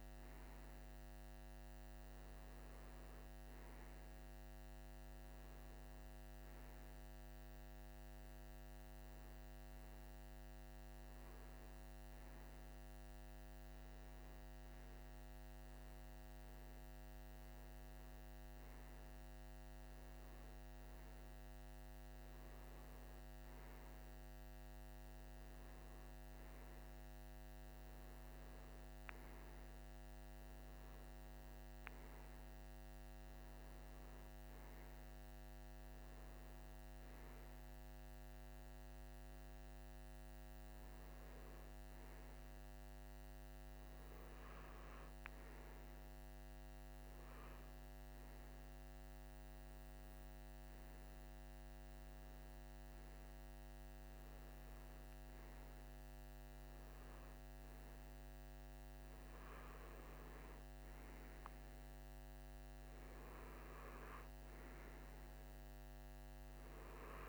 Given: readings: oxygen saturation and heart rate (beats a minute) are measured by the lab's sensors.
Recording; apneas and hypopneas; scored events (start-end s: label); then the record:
breathing in sleep, hard to hear, by a microphone on the trachea; none
none scored
From the record:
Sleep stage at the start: REM sleep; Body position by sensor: on the right side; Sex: male